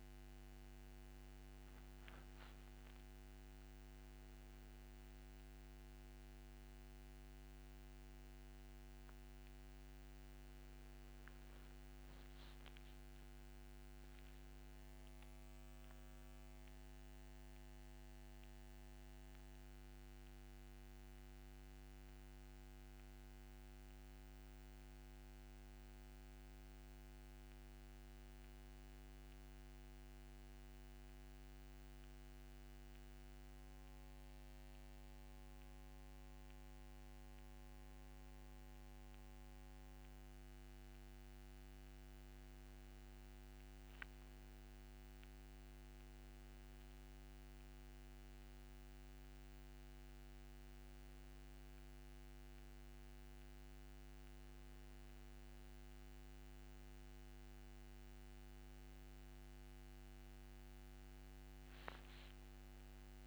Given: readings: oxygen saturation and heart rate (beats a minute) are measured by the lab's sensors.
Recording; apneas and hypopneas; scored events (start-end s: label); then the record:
a person awake in a sleep study, hard to hear, by a microphone on the trachea; none
12.50-14.50 s: tachycardia (device-marked, heart rate 65 before, 99 extreme)
From the record:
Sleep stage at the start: awake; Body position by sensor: on the back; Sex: male